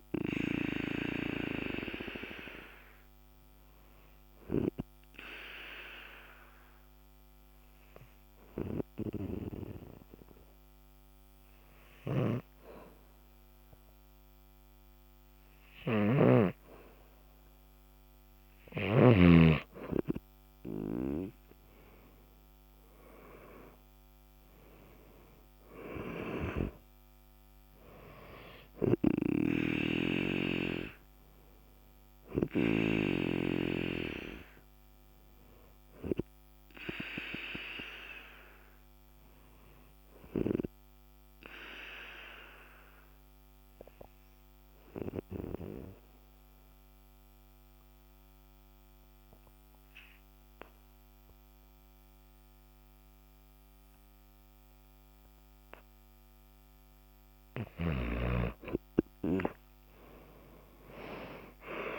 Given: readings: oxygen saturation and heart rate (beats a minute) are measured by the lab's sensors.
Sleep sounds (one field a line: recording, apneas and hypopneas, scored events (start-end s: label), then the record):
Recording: breathing in sleep by a microphone on the trachea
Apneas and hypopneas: 2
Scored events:
4.00-16.50 s: obstructive apnea (oxygen 98% before, 95% lowest, heart rate 61 before, 60 extreme, up 30 after)
16.00-19.50 s: snoring (device-marked)
22.00-24.50 s: arousal
40.50-56.00 s: obstructive apnea (oxygen 97% before, 91% lowest, heart rate 77 before, 47 extreme, up 49 after)
60.50-61.99 s: arousal
From the record:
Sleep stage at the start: N2 (light sleep)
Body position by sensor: on the back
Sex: male